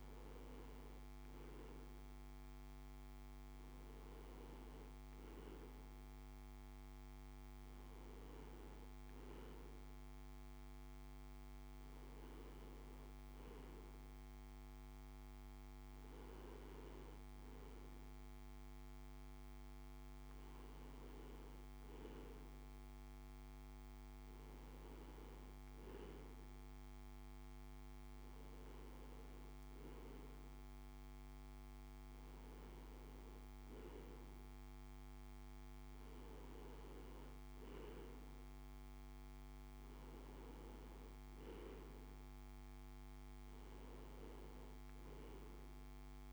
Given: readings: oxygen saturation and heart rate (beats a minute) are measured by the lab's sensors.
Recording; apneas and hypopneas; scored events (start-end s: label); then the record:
breathing in sleep, hard to hear, by a microphone on the trachea; none
none scored
From the record:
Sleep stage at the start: N2 (light sleep); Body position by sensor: on the right side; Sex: male